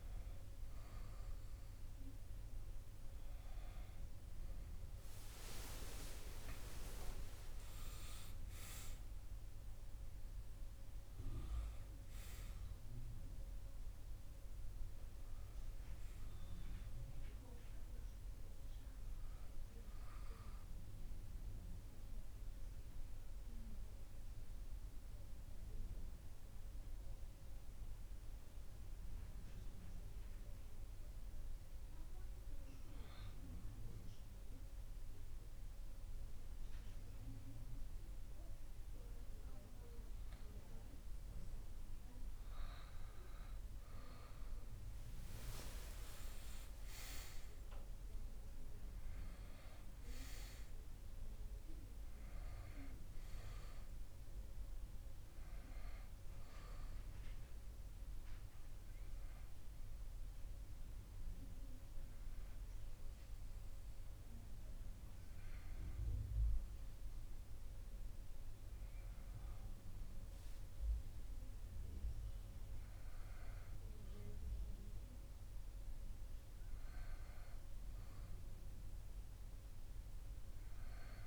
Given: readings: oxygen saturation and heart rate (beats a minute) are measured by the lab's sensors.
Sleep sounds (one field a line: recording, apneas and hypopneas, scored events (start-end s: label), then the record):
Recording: breathing in sleep by a room microphone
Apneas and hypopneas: 2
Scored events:
2.50-20.50 s: oxygen desaturation (device-marked, oxygen 97% before, 94% lowest)
4.00-7.50 s: arousal
21.00-40.50 s: obstructive apnea (oxygen 97% before, 95% lowest, heart rate 39 before, 25 extreme, up 14 after)
43.50-47.50 s: arousal
56.00-67.00 s: hypopnea (oxygen 97% before, 94% lowest)
71.00-75.00 s: arousal
From the record:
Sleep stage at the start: REM sleep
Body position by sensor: on the back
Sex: male